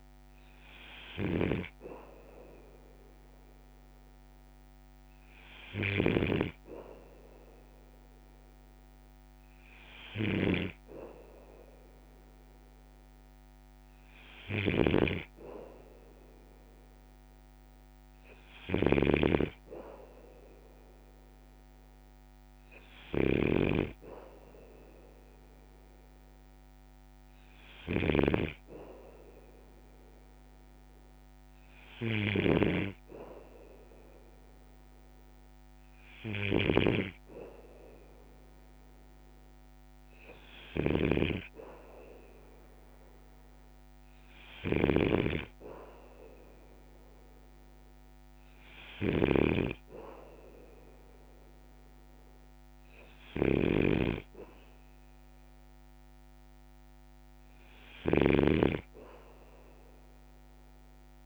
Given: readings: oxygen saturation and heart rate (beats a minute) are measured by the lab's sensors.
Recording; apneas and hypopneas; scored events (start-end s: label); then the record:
breathing in sleep by a microphone on the trachea; none
0.00-58.00 s: snoring (device-marked)
From the record:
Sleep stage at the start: N2 (light sleep); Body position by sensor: on the back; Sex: male